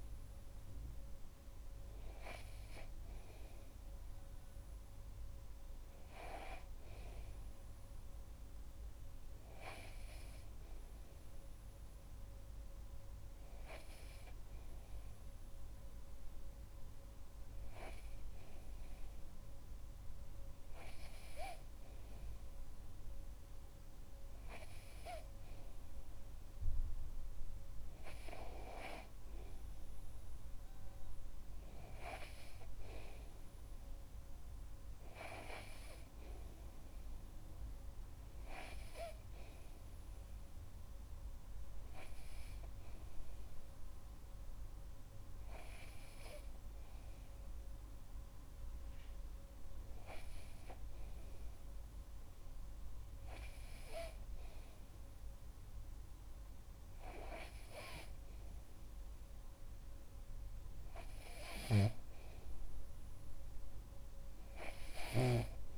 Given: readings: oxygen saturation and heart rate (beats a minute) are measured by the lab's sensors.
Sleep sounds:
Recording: breathing in sleep by a room microphone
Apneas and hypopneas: none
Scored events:
none scored
From the record:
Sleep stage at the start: N2 (light sleep)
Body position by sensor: on the back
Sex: male

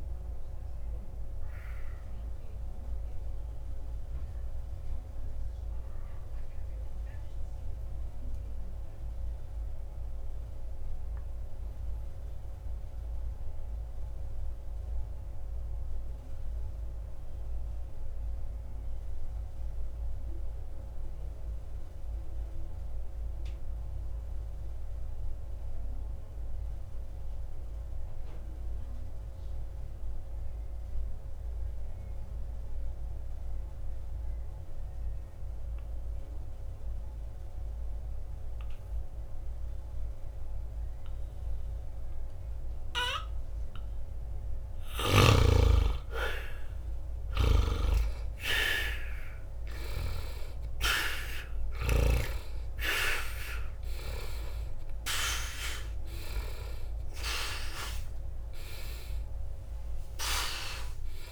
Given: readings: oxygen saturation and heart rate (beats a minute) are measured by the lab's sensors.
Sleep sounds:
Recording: breathing in sleep by a room microphone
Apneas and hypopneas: 1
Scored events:
0.00-18.00 s: oxygen desaturation (device-marked, oxygen 76% lowest, heart rate 59 extreme)
1.00-44.00 s: obstructive apnea (oxygen 97% before, 73% lowest, heart rate 60 before, 59 extreme, up 3 after)
35.00-61.32 s: oxygen desaturation (device-marked, oxygen 98% before, 73% lowest, heart rate 60 before, 59 extreme)
46.00-49.50 s: arousal
52.00-54.00 s: bradycardia (device-marked, heart rate 61 before, 62 extreme)
60.00-61.32 s: arousal
From the record:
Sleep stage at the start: N2 (light sleep)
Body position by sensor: on the back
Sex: male

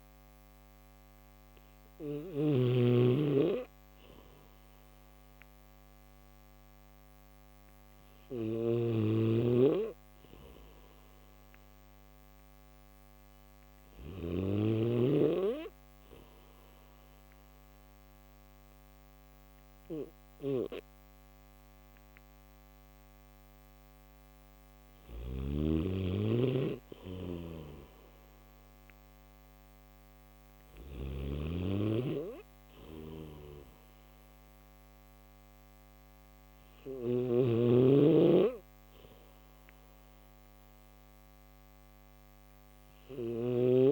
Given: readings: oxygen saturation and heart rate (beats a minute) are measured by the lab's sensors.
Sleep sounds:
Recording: breathing in sleep by a microphone on the trachea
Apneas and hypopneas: none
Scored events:
8.00-14.00 s: snoring (device-marked)
13.00-27.00 s: oxygen desaturation (device-marked, oxygen 96% before, 92% lowest, heart rate 70 before, 69 extreme)
27.00-30.50 s: snoring (device-marked)
32.50-43.92 s: snoring (device-marked)
From the record:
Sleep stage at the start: N1 (lightest sleep)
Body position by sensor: on the back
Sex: male

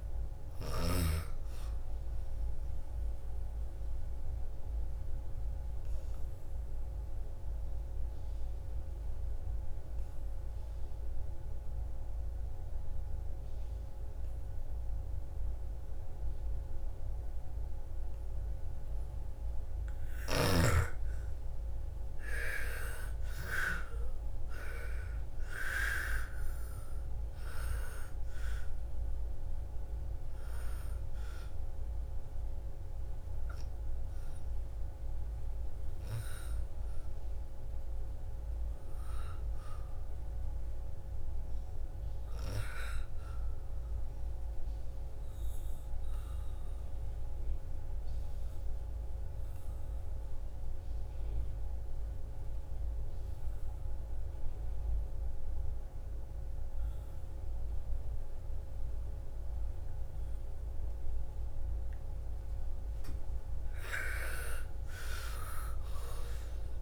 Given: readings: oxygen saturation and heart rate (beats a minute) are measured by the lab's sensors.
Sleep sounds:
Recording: breathing in sleep by a room microphone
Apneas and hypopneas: 2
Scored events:
0.00-11.50 s: oxygen desaturation (device-marked, oxygen 90% lowest, heart rate 55 extreme)
2.50-19.00 s: obstructive apnea (oxygen 99% before, 81% lowest, heart rate 62 before, 55 extreme, up 15 after)
20.50-25.00 s: arousal
24.50-38.50 s: oxygen desaturation (device-marked, oxygen 98% before, 86% lowest, heart rate 58 before, 54 extreme)
44.50-62.00 s: obstructive apnea (oxygen 99% before, 81% lowest, heart rate 64 before, 54 extreme, up 17 after)
62.50-66.82 s: oxygen desaturation (device-marked, oxygen 96% before, 81% lowest, heart rate 57 before, 57 extreme)
63.50-66.82 s: arousal
From the record:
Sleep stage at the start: N2 (light sleep)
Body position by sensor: on the back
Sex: female

